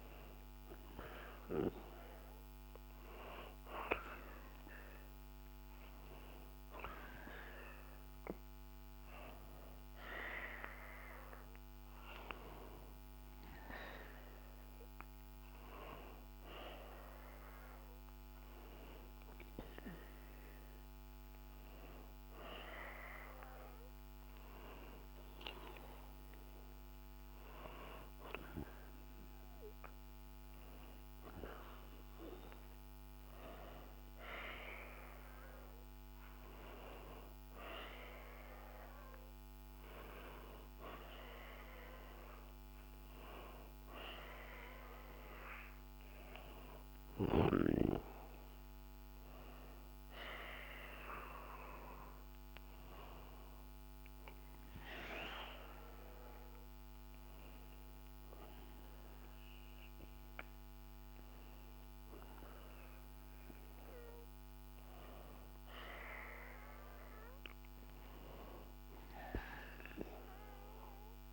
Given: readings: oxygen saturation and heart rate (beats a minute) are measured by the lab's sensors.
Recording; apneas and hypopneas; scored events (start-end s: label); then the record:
breathing in sleep by a microphone on the trachea; none
47.50-52.00 s: arousal
From the record:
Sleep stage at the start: N1 (lightest sleep); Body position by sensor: on the back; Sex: male